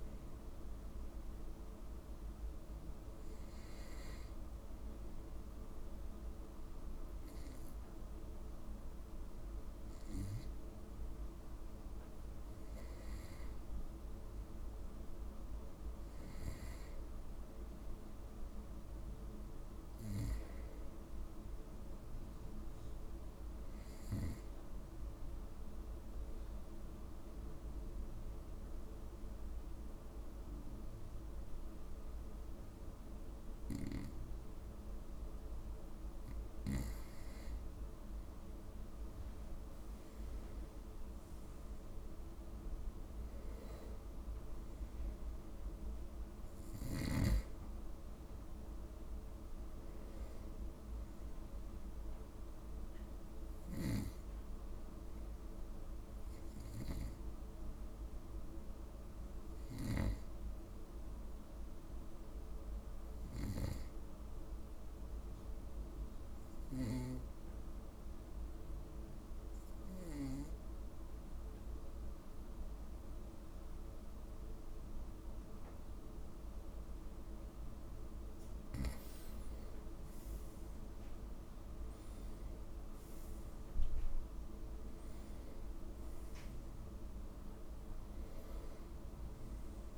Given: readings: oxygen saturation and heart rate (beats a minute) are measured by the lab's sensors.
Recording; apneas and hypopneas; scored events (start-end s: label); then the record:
breathing in sleep by a room microphone; 3
4.00-14.00 s: hypopnea (oxygen 96% before, 93% lowest, heart rate 57 before, 55 extreme, up 3 after)
17.00-21.00 s: arousal
25.50-36.50 s: obstructive apnea (oxygen 96% before, 91% lowest, heart rate 57 before, 54 extreme, up 5 after)
39.50-43.50 s: arousal
65.50-78.50 s: obstructive apnea (oxygen 96% before, 90% lowest, heart rate 56 before, 55 extreme, up 6 after)
80.50-85.00 s: arousal
80.50-89.98 s: oxygen desaturation (device-marked, oxygen 96% before, 91% lowest, heart rate 56 before, 55 extreme)
From the record:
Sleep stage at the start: N2 (light sleep); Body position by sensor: on the right side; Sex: male